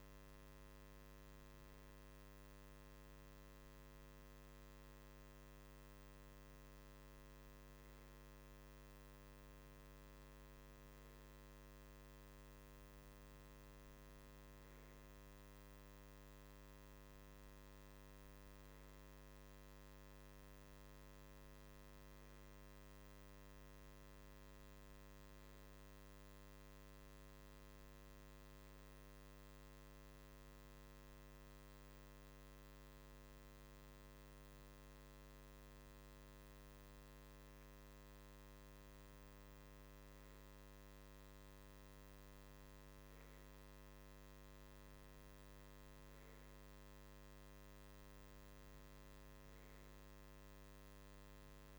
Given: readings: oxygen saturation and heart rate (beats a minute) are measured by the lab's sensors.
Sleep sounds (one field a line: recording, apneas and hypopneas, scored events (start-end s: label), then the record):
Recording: breathing in sleep, hard to hear, by a microphone on the trachea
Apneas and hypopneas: none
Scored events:
none scored
From the record:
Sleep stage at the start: REM sleep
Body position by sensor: on the right side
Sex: male